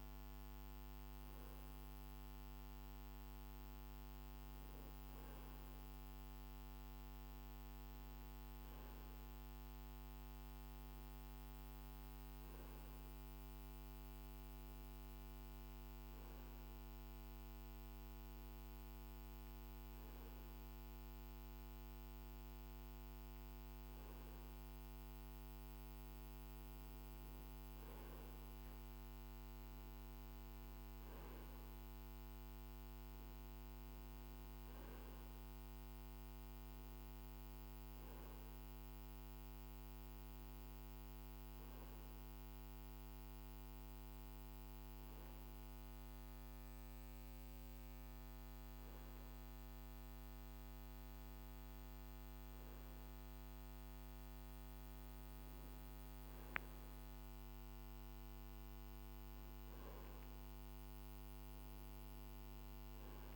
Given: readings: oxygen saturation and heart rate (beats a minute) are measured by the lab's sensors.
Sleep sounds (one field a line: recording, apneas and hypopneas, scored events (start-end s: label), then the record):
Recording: breathing in sleep, hard to hear, by a microphone on the trachea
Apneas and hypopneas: none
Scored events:
none scored
From the record:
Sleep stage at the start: N2 (light sleep)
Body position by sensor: on the right side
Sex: male